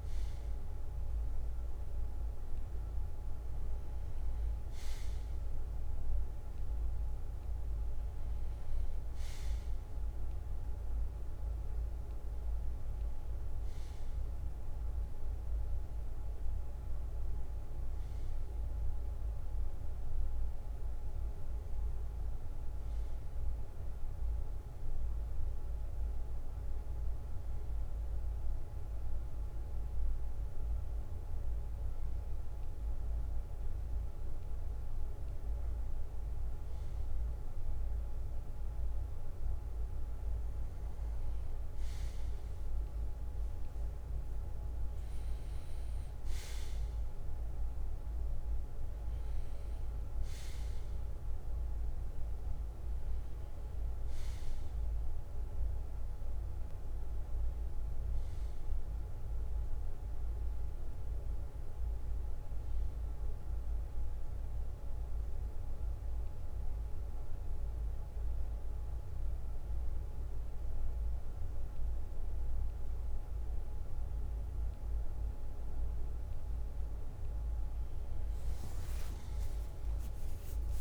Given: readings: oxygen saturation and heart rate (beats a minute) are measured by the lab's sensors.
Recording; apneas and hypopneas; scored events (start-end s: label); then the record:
a person partly awake in a sleep study, hard to hear, by a room microphone; 1
14.50-80.81 s: new sleep stage, N2 (light sleep)
45.00-51.00 s: arousal
63.00-76.00 s: hypopnea (oxygen 96% before, 95% lowest, heart rate 65 before, 59 extreme, up 19 after)
From the record:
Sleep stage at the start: awake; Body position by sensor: on the right side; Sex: male